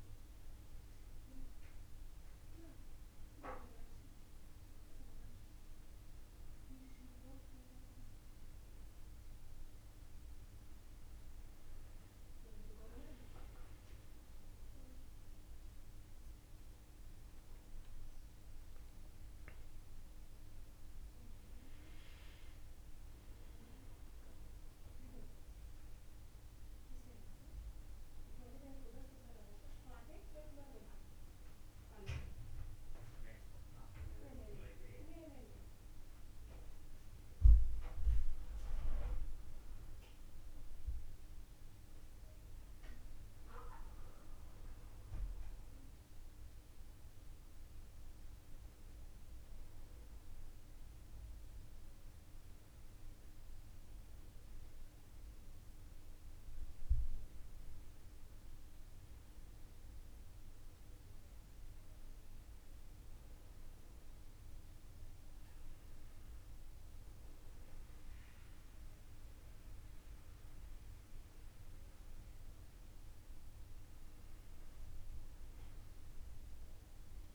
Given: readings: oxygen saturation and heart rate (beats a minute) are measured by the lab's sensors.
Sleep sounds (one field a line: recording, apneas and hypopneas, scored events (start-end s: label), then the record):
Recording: breathing in sleep by a room microphone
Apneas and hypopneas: none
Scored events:
none scored
From the record:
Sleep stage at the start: N1 (lightest sleep)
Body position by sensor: on the back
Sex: male